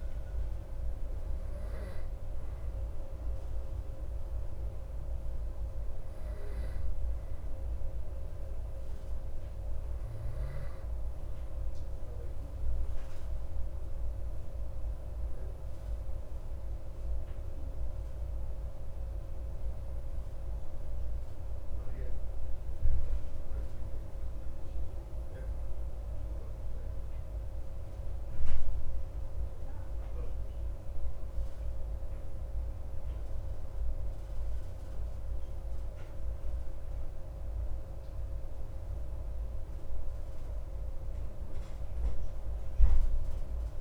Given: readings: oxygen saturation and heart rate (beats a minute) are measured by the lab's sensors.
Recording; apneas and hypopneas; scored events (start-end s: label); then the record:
breathing in sleep, hard to hear, by a room microphone; none
none scored
From the record:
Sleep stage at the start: N2 (light sleep); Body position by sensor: on the back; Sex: male